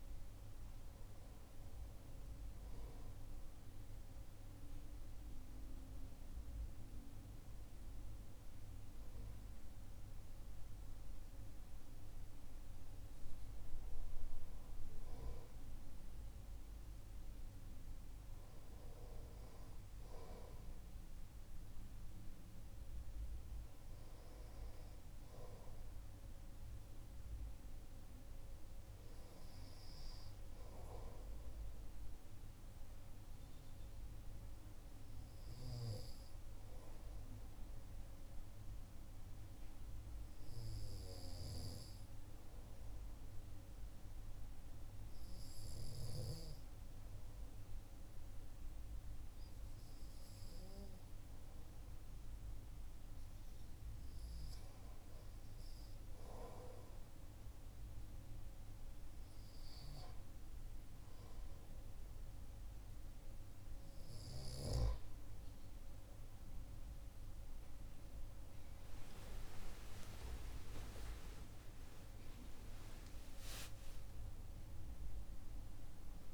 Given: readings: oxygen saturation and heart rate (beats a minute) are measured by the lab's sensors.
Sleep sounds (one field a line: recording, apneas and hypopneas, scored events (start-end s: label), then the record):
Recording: breathing in sleep by a room microphone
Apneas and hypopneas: 1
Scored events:
36.50-50.50 s: hypopnea (oxygen 97% before, 94% lowest)
52.00-76.33 s: new sleep stage, N1 (lightest sleep)
70.50-75.00 s: arousal
From the record:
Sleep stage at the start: REM sleep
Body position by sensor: on the right side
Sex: male